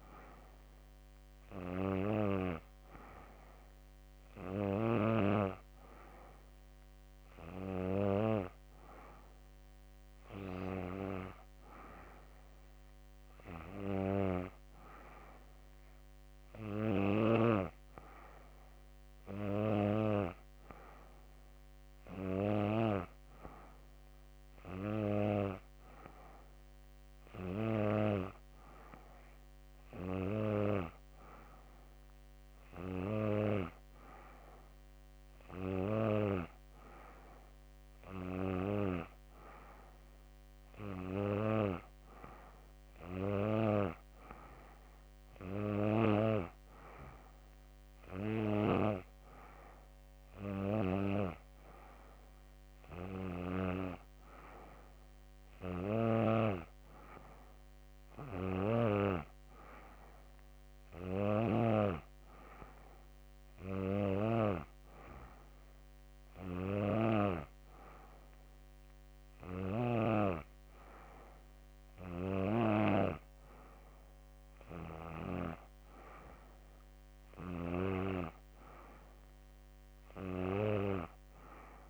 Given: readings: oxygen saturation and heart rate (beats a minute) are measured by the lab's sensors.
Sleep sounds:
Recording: breathing in sleep by a microphone on the trachea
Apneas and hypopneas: none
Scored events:
none scored
From the record:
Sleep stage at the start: N3 (deep sleep)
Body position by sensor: on the back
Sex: female

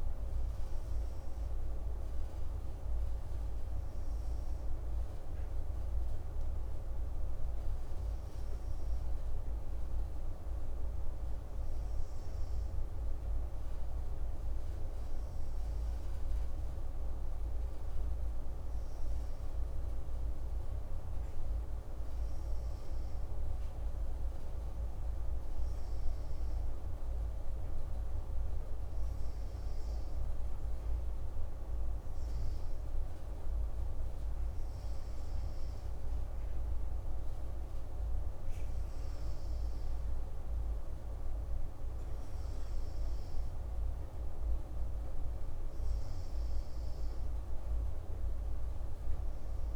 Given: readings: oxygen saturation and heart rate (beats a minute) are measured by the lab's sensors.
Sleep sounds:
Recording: breathing in sleep, hard to hear, by a room microphone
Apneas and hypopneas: none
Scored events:
none scored
From the record:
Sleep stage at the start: N2 (light sleep)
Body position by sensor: on the right side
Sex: male

